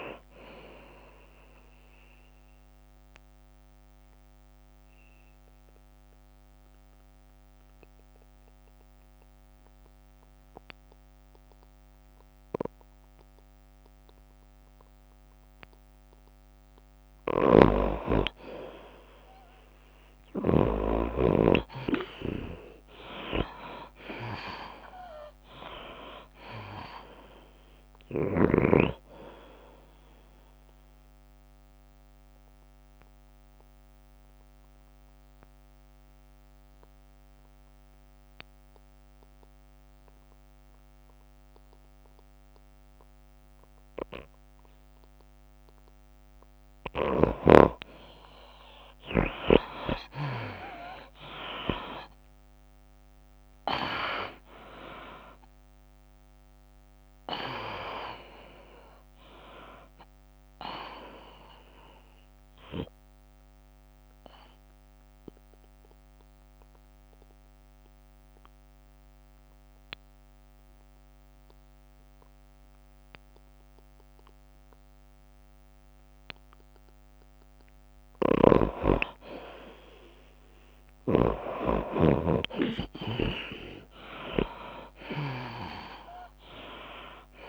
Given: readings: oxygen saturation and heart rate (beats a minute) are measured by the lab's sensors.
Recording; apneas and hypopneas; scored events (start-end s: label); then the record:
breathing in sleep by a microphone on the trachea; 3
0.00-1.00 s: long interval between heartbeats (device-marked, heart rate 156 extreme)
0.00-3.50 s: tachycardia (device-marked, heart rate 158 extreme)
0.00-11.50 s: drop in pulse transit time (device-marked, heart rate 98 extreme)
0.00-21.50 s: oxygen desaturation (device-marked, oxygen 76% lowest, heart rate 88 extreme)
3.00-18.50 s: mixed apnea (oxygen 95% before, 76% lowest, heart rate 107 before, 92 extreme, up 4 after)
22.00-26.00 s: arousal
25.50-28.50 s: tachycardia (device-marked, heart rate 97 before, 100 extreme)
29.50-42.50 s: oxygen desaturation (device-marked, oxygen 97% before, 83% lowest, heart rate 97 before, 88 extreme)
31.50-47.00 s: obstructive apnea (oxygen 97% before, 80% lowest, heart rate 97 before, 88 extreme, up 8 after)
48.50-76.50 s: oxygen desaturation (device-marked, oxygen 95% before, 80% lowest, heart rate 95 before, 92 extreme)
50.00-54.00 s: arousal
54.50-70.50 s: drop in pulse transit time (device-marked, heart rate 92 before, 96 extreme)
57.50-62.50 s: tachycardia (device-marked, heart rate 97 before, 101 extreme)
64.00-79.00 s: obstructive apnea (oxygen 95% before, 80% lowest, heart rate 94 before, 92 extreme, up 4 after)
78.50-87.49 s: oxygen desaturation (device-marked, oxygen 97% before, 83% lowest, heart rate 98 before, 89 extreme)
82.00-85.50 s: arousal
From the record:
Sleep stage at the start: N2 (light sleep); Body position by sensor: on the back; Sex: female